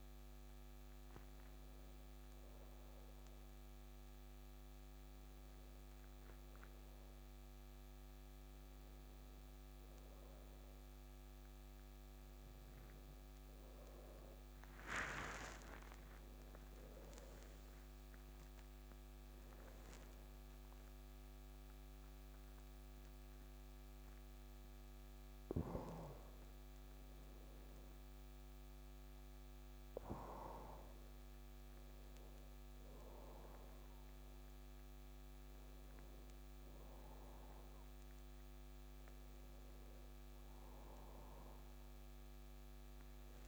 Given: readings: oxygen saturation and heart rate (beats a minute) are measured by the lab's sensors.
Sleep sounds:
breathing in sleep, hard to hear, by a microphone on the trachea; none
none scored
From the record:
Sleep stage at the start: N2 (light sleep); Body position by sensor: on the back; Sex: male

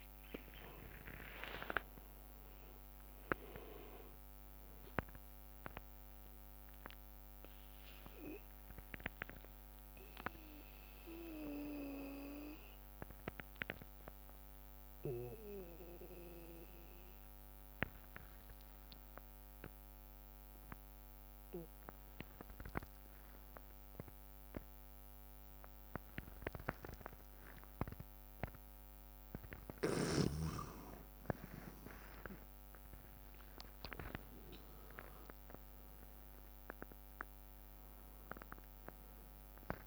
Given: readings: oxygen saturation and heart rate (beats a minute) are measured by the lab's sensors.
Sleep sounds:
breathing in sleep by a microphone on the trachea; 1
0.00-9.00 s: drop in pulse transit time (device-marked, heart rate 64 extreme)
0.50-3.50 s: arousal
1.50-3.50 s: long interval between heartbeats (device-marked, heart rate 68 before, 85 extreme)
3.00-39.87 s: new sleep stage, N2 (light sleep)
6.00-29.50 s: obstructive apnea (oxygen 98% before, 89% lowest, heart rate 70 before, 53 extreme, up 11 after)
7.00-16.00 s: bradycardia (device-marked, heart rate 65 before, 53 extreme)
17.00-19.00 s: bradycardia (device-marked, heart rate 65 before, 57 extreme)
26.00-39.87 s: oxygen desaturation (device-marked, oxygen 97% before, 89% lowest, heart rate 60 before, 56 extreme)
31.00-36.00 s: arousal
32.00-39.87 s: drop in pulse transit time (device-marked, heart rate 59 before, 65 extreme)
From the record:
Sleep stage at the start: N1 (lightest sleep); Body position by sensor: on the back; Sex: male

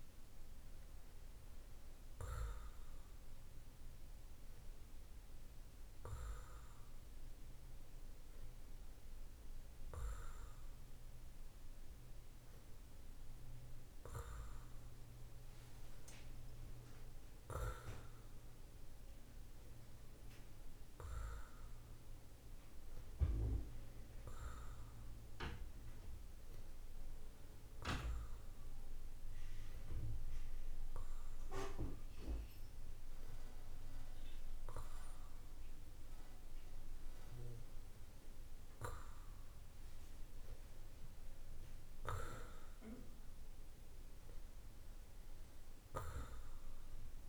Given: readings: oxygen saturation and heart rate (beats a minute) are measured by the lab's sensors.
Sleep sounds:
breathing in sleep by a room microphone; none
none scored
From the record:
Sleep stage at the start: N2 (light sleep); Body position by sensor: on the back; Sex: male

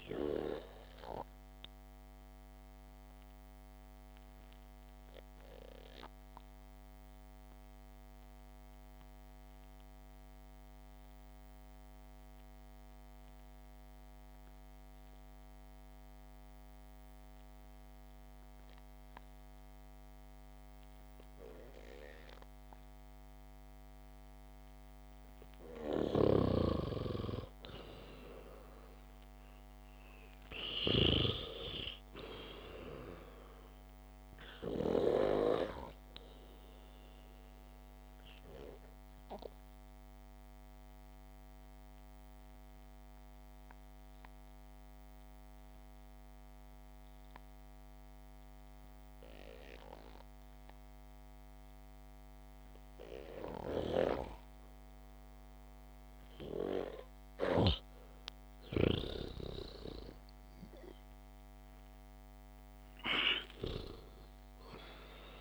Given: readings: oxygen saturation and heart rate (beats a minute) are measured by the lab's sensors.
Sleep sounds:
breathing in sleep by a microphone on the trachea; 2
2.00-25.50 s: obstructive apnea (oxygen 98% before, 91% lowest, heart rate 58 before, 61 extreme, up 3 after)
16.00-23.00 s: oxygen desaturation (device-marked, oxygen 96% before, 91% lowest, heart rate 65 before, 61 extreme)
26.50-32.00 s: snoring (device-marked)
27.50-31.00 s: arousal
34.00-58.00 s: oxygen desaturation (device-marked, oxygen 98% before, 91% lowest, heart rate 67 before, 65 extreme)
36.50-58.00 s: obstructive apnea (oxygen 98% before, 91% lowest, heart rate 66 before, 65 extreme, up 3 after)
59.50-64.50 s: arousal
From the record:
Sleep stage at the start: REM sleep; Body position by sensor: on the back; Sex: male

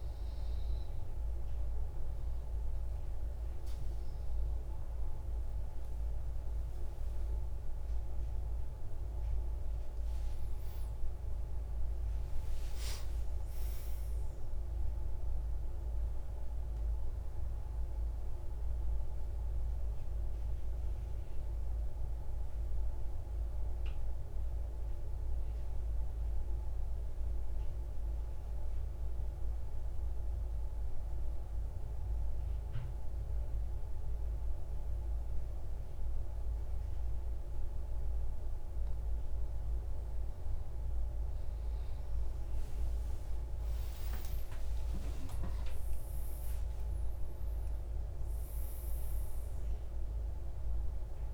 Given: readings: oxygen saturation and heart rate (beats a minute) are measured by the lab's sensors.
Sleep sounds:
breathing in sleep, hard to hear, by a room microphone; 1
0.00-12.00 s: oxygen desaturation (device-marked, oxygen 85% lowest, heart rate 66 extreme)
9.50-13.50 s: arousal
17.50-38.50 s: central apnea (oxygen 99% before, 93% lowest, heart rate 132 before, 27 extreme, up 4 after)
40.50-44.50 s: arousal
42.00-51.34 s: oxygen desaturation (device-marked, oxygen 99% before, 95% lowest, heart rate 97 before, 30 extreme)
From the record:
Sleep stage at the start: N2 (light sleep); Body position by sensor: on the right side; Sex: male

